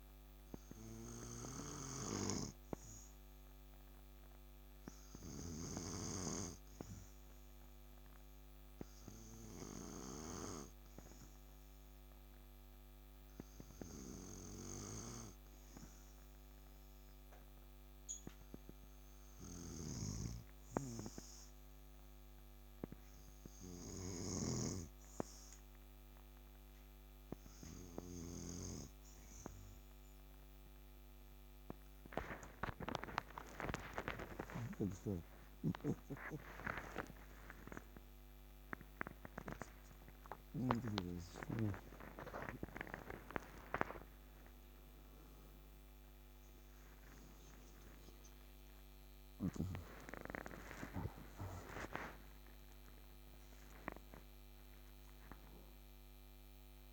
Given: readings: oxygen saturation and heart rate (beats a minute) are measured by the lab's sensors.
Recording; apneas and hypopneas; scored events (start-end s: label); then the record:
breathing in sleep by a microphone on the trachea; none
15.00-45.00 s: new sleep stage, N2 (light sleep)
34.50-40.50 s: snoring (device-marked)
45.00-56.93 s: new sleep stage, awake
From the record:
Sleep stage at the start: N3 (deep sleep); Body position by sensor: on the back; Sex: male